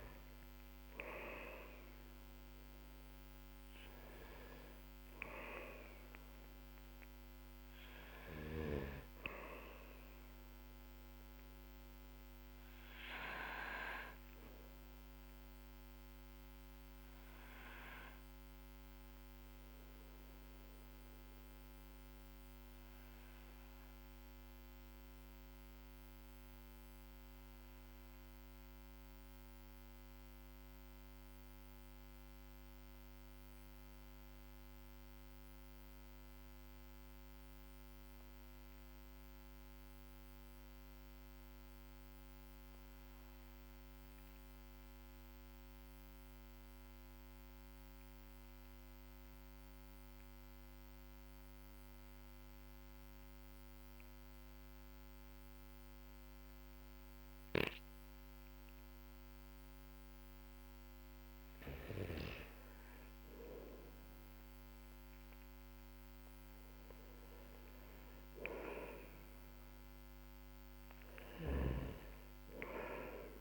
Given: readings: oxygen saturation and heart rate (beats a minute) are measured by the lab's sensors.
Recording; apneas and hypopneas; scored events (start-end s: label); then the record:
breathing in sleep by a microphone on the trachea; 1
0.00-7.00 s: oxygen desaturation (device-marked, oxygen 93% lowest, heart rate 44 extreme)
14.00-57.00 s: obstructive apnea (oxygen 97% before, 91% lowest, heart rate 51 before, 43 extreme, up 12 after)
60.00-65.00 s: arousal
67.00-73.41 s: oxygen desaturation (device-marked, oxygen 97% before, 91% lowest, heart rate 53 before, 45 extreme)
From the record:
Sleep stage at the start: N2 (light sleep); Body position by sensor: on the back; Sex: male